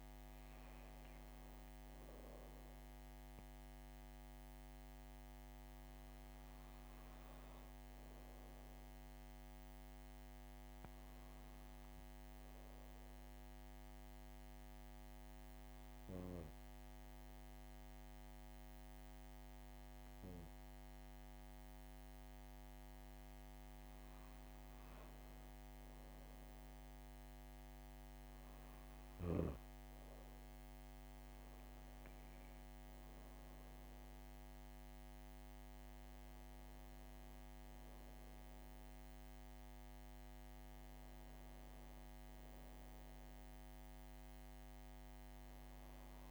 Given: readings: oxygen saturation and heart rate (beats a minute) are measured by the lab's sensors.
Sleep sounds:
breathing in sleep, hard to hear, by a microphone on the trachea; 1
0.00-1.00 s: arousal
9.50-23.00 s: hypopnea (oxygen 98% before, 93% lowest, heart rate 61 before, 59 extreme, up 4 after)
25.00-28.50 s: arousal
From the record:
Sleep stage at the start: N2 (light sleep); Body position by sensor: on the back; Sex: female

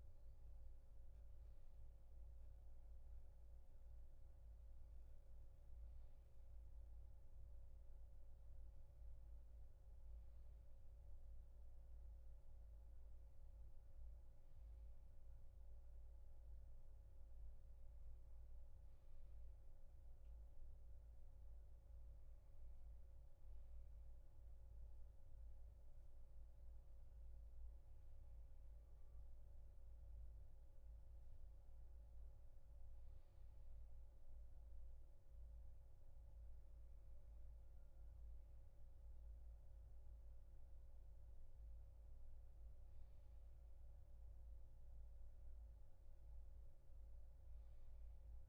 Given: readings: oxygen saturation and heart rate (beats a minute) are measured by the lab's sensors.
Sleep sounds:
a person partly awake in a sleep study, hard to hear, by a room microphone; none
2.50-32.50 s: new sleep stage, N1 (lightest sleep)
32.50-48.49 s: new sleep stage, N2 (light sleep)
From the record:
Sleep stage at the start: awake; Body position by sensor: on the back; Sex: male

